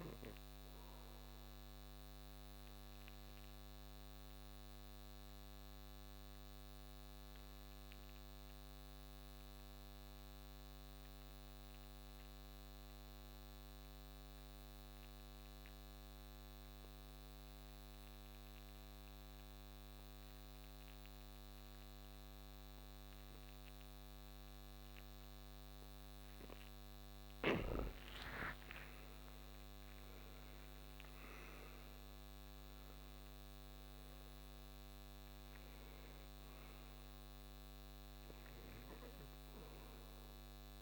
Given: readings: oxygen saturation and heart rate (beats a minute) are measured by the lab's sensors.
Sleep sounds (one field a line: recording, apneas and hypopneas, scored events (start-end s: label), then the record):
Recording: breathing in sleep, hard to hear, by a microphone on the trachea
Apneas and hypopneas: 1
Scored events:
0.00-7.50 s: oxygen desaturation (device-marked, oxygen 86% lowest, heart rate 59 extreme)
3.00-25.50 s: obstructive apnea (oxygen 96% before, 83% lowest, heart rate 67 before, 60 extreme, up 8 after)
23.50-40.82 s: oxygen desaturation (device-marked, oxygen 97% before, 83% lowest, heart rate 63 before, 59 extreme)
27.50-32.00 s: arousal
From the record:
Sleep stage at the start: N2 (light sleep)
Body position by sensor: on the right side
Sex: male